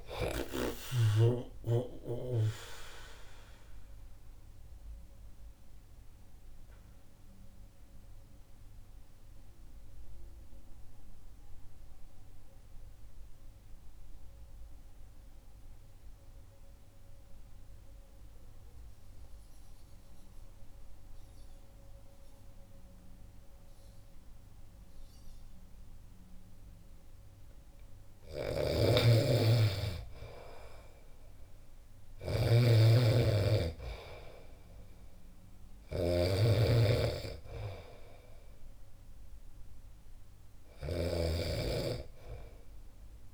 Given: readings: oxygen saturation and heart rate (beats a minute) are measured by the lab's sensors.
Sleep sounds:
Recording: breathing in sleep by a room microphone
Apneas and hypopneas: 1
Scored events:
3.50-27.00 s: obstructive apnea (oxygen 97% before, 88% lowest, heart rate 64 before, 61 extreme, up 7 after)
28.50-43.34 s: snoring (device-marked)
29.00-32.50 s: arousal
32.00-43.34 s: oxygen desaturation (device-marked, oxygen 99% before, 88% lowest, heart rate 64 before, 62 extreme)
From the record:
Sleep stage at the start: N2 (light sleep)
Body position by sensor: on the back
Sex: male

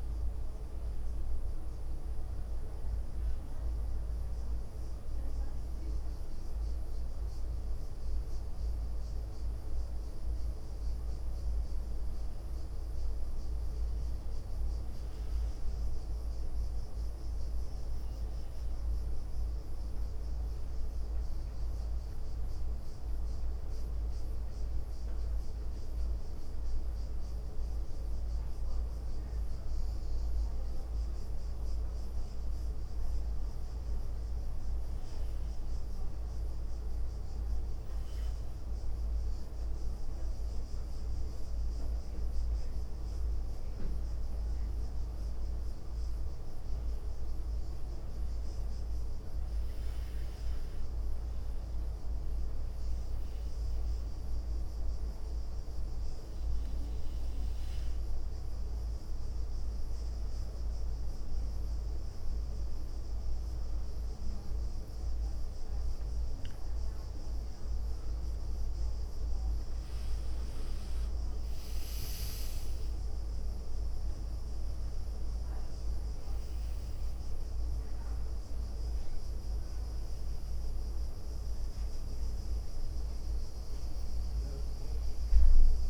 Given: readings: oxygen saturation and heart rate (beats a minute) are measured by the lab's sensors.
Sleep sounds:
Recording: breathing in sleep, hard to hear, by a room microphone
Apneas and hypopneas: 1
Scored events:
11.00-12.00 s: leg movement (device-marked)
13.50-73.50 s: new sleep stage, N2 (light sleep)
14.00-16.50 s: leg movement (device-marked)
16.50-18.00 s: leg movement (device-marked)
20.50-24.00 s: leg movement (device-marked)
36.00-38.00 s: leg movement (device-marked)
42.00-44.00 s: leg movement (device-marked)
44.00-47.50 s: arousal
45.50-46.50 s: leg movement (device-marked)
48.00-50.00 s: leg movement (device-marked)
50.50-62.50 s: hypopnea (oxygen 95% before, 94% lowest, heart rate 73 before, 70 extreme, up 10 after)
51.00-52.00 s: leg movement (device-marked)
60.50-64.00 s: leg movement (device-marked)
64.50-66.50 s: leg movement (device-marked)
66.00-70.00 s: arousal
73.50-85.90 s: new sleep stage, N1 (lightest sleep)
74.50-76.50 s: leg movement (device-marked)
78.00-80.50 s: leg movement (device-marked)
82.00-84.00 s: leg movement (device-marked)
From the record:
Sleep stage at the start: N1 (lightest sleep)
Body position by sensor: on the right side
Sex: female

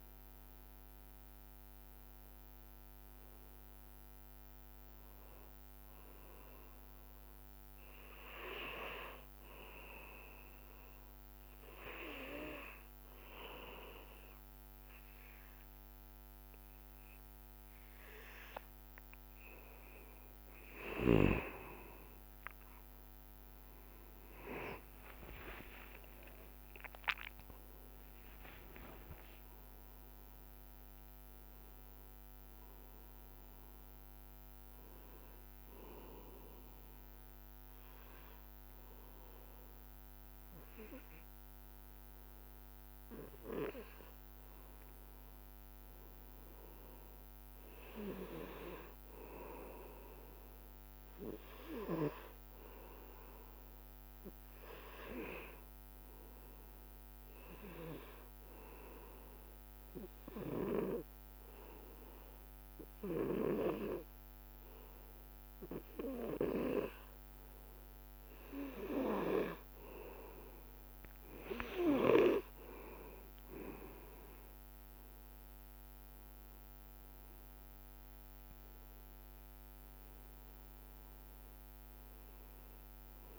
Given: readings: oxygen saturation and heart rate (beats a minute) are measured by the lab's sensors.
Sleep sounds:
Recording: breathing in sleep by a microphone on the trachea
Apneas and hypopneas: 2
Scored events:
0.00-2.50 s: oxygen desaturation (device-marked, oxygen 93% lowest, heart rate 64 extreme)
10.00-21.00 s: obstructive apnea (oxygen 97% before, 92% lowest, heart rate 80 before, 63 extreme, up 56 after)
23.50-30.50 s: tachycardia (device-marked, heart rate 70 before, 120 extreme)
24.50-29.50 s: arousal
26.00-28.00 s: long interval between heartbeats (device-marked, heart rate 67 before, 86 extreme)
28.00-30.00 s: long interval between heartbeats (device-marked, heart rate 70 before, 117 extreme)
28.50-50.50 s: oxygen desaturation (device-marked, oxygen 99% before, 92% lowest, heart rate 72 before, 57 extreme)
52.00-55.50 s: arousal
58.00-68.00 s: obstructive apnea (oxygen 99% before, 93% lowest, heart rate 62 before, 61 extreme, up 2 after)
72.50-76.00 s: arousal
77.50-83.39 s: oxygen desaturation (device-marked, oxygen 98% before, 93% lowest, heart rate 63 before, 63 extreme)
From the record:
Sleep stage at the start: N2 (light sleep)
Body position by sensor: on the back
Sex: male

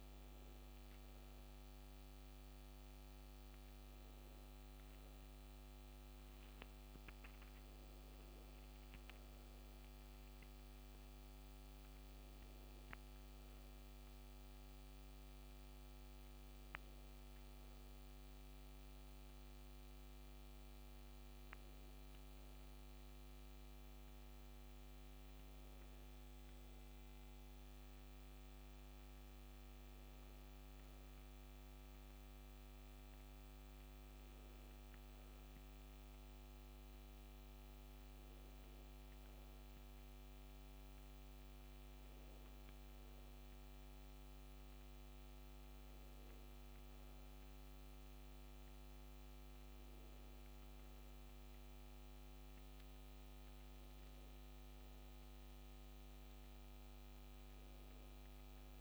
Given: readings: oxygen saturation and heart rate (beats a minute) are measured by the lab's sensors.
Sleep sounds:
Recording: breathing in sleep, hard to hear, by a microphone on the trachea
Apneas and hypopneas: none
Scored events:
none scored
From the record:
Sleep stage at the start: N2 (light sleep)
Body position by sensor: on the back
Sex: female

